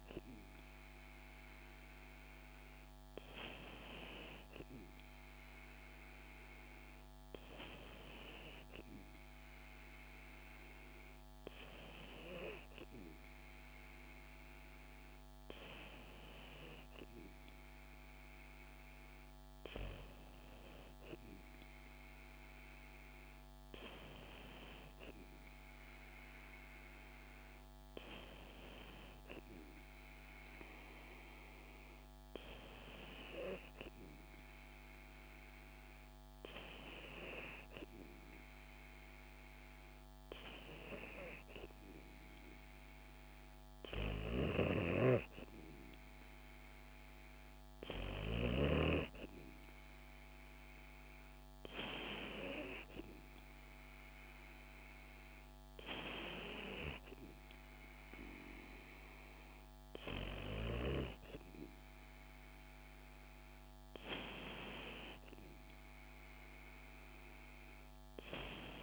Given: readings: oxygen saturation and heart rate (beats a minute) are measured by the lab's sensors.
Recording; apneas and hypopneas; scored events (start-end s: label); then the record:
breathing in sleep by a microphone on the trachea; none
none scored
From the record:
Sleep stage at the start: N2 (light sleep); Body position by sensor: on the back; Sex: female